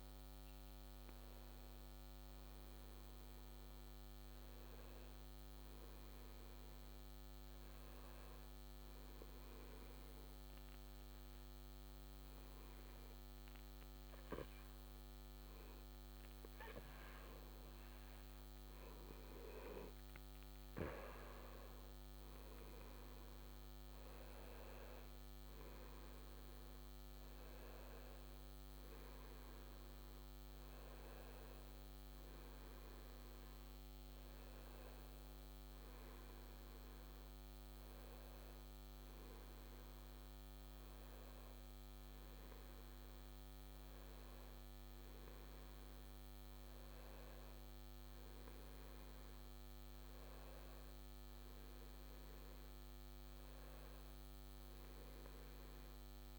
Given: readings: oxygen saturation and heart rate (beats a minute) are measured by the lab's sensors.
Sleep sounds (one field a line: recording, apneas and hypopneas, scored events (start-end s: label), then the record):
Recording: breathing in sleep, hard to hear, by a microphone on the trachea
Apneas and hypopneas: 1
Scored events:
0.00-3.50 s: arousal
8.50-20.00 s: obstructive apnea (oxygen 95% before, 92% lowest, heart rate 68 before, 68 extreme, up 4 after)
23.00-26.50 s: arousal
From the record:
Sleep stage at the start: N2 (light sleep)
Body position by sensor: on the back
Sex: male